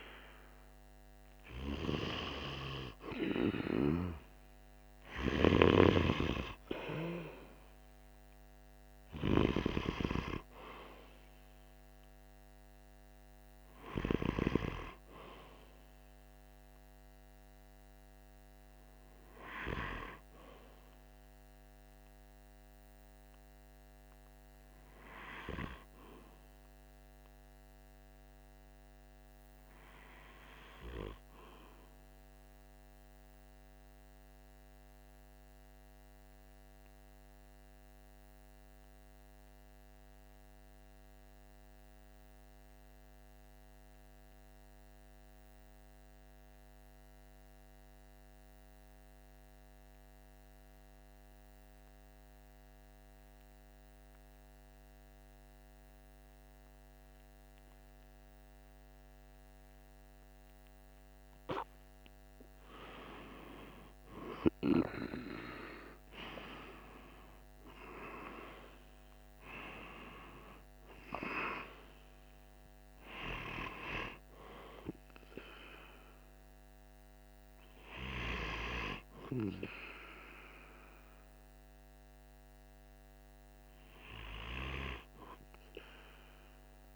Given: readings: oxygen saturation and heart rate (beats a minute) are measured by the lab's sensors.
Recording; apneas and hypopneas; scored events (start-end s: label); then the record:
breathing in sleep by a microphone on the trachea; 1
9.50-32.50 s: oxygen desaturation (device-marked, oxygen 97% before, 93% lowest, heart rate 46 before, 46 extreme)
32.00-60.50 s: obstructive apnea (oxygen 97% before, 91% lowest, heart rate 47 before, 46 extreme, up 5 after)
64.00-69.00 s: arousal
68.50-86.96 s: oxygen desaturation (device-marked, oxygen 97% before, 91% lowest, heart rate 47 before, 45 extreme)
From the record:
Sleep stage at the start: REM sleep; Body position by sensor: on the right side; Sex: male